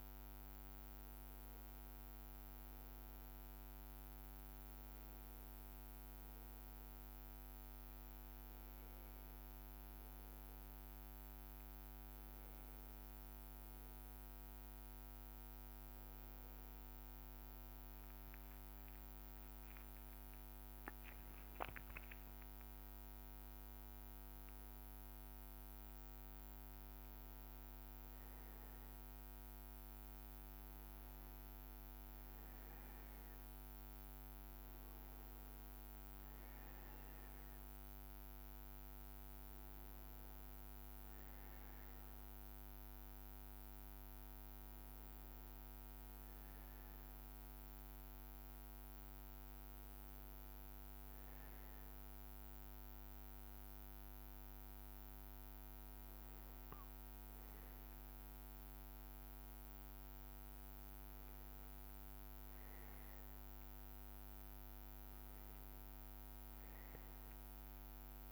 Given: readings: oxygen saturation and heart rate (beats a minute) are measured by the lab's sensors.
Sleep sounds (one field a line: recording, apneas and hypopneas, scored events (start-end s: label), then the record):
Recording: breathing in sleep, hard to hear, by a microphone on the trachea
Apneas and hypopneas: none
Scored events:
8.50-10.50 s: long interval between heartbeats (device-marked, heart rate 88 before, 98 extreme)
From the record:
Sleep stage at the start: N2 (light sleep)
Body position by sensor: on the back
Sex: male